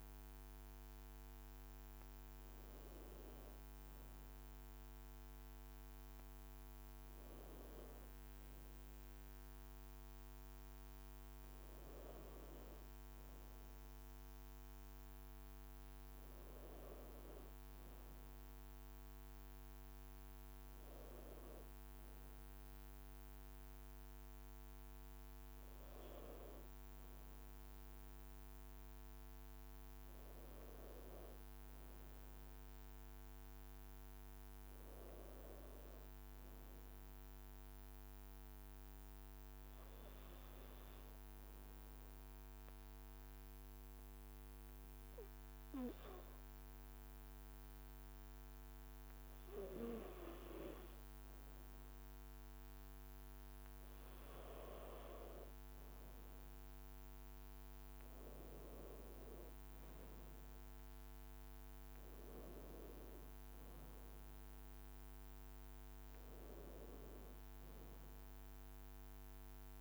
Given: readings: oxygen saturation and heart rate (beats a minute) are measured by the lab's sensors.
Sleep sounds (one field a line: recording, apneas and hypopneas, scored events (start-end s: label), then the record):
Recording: breathing in sleep by a microphone on the trachea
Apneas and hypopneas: 1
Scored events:
10.50-19.50 s: leg movement (device-marked)
31.50-35.50 s: arousal
39.00-51.00 s: hypopnea (oxygen 96% before, 92% lowest, heart rate 56 before, 55 extreme, up 1 after)
56.50-61.50 s: arousal
From the record:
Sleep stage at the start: N2 (light sleep)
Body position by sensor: on the right side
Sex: male